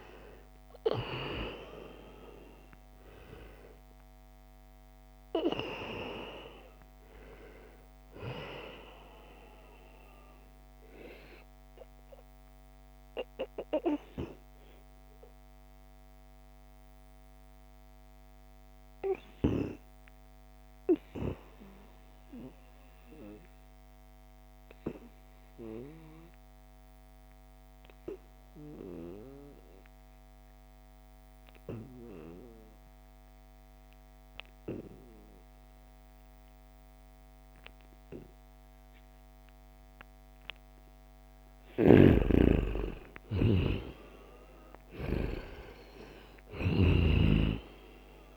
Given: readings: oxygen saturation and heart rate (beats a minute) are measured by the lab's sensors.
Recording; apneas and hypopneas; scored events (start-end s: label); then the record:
breathing in sleep by a microphone on the trachea; 1
0.00-14.00 s: oxygen desaturation (device-marked, oxygen 89% lowest, heart rate 69 extreme)
12.50-40.50 s: mixed apnea (oxygen 96% before, 89% lowest, heart rate 79 before, 70 extreme, up 6 after)
37.00-48.37 s: oxygen desaturation (device-marked, oxygen 98% before, 91% lowest, heart rate 74 before, 69 extreme)
41.50-47.50 s: arousal
41.50-48.37 s: snoring (device-marked)
From the record:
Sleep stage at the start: N2 (light sleep); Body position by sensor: on the right side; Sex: male